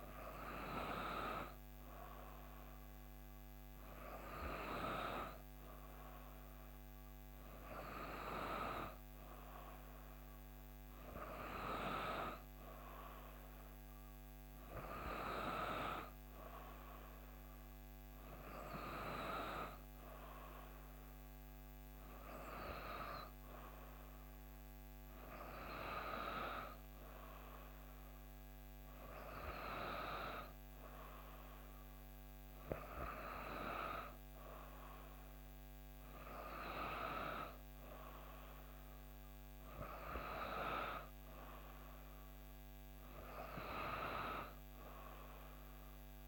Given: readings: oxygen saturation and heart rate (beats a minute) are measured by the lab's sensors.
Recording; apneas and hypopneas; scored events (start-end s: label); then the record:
breathing in sleep by a microphone on the trachea; none
none scored
From the record:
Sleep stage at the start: N3 (deep sleep); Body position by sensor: on the back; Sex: female